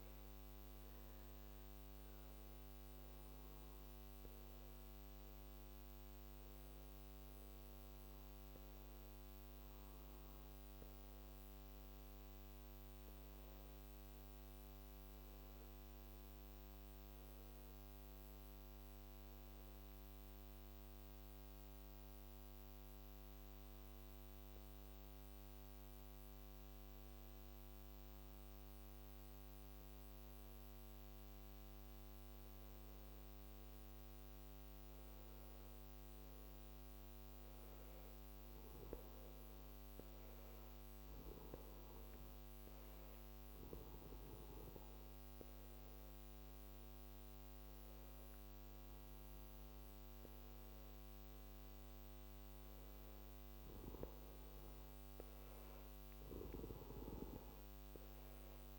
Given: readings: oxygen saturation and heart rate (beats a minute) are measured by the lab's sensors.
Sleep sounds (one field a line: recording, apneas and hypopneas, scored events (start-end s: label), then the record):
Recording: breathing in sleep, hard to hear, by a microphone on the trachea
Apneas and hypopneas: 1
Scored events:
10.50-27.00 s: obstructive apnea (oxygen 93% before, 90% lowest, heart rate 59 before, 49 extreme, up 4 after)
29.50-33.00 s: arousal
From the record:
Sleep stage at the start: N2 (light sleep)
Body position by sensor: on the back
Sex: male